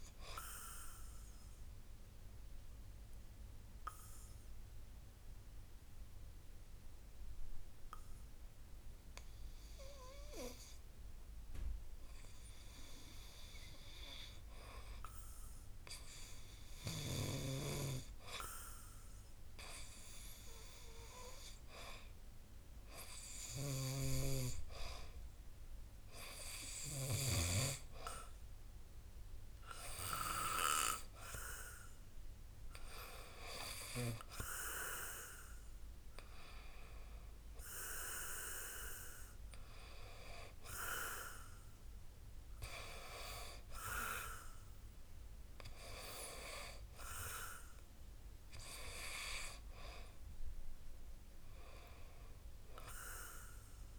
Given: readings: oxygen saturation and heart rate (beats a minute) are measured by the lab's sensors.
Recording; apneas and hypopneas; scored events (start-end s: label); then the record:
breathing in sleep by a room microphone; 1
0.00-20.50 s: oxygen desaturation (device-marked, oxygen 89% lowest, heart rate 56 extreme)
0.50-13.50 s: obstructive apnea (oxygen 96% before, 77% lowest, heart rate 64 before, 56 extreme, up 1 after)
18.50-22.50 s: arousal
22.50-39.50 s: oxygen desaturation (device-marked, oxygen 91% before, 77% lowest, heart rate 62 before, 63 extreme)
23.50-27.50 s: snoring (device-marked)
52.50-53.99 s: arousal
From the record:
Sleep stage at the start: N2 (light sleep); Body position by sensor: on the back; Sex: male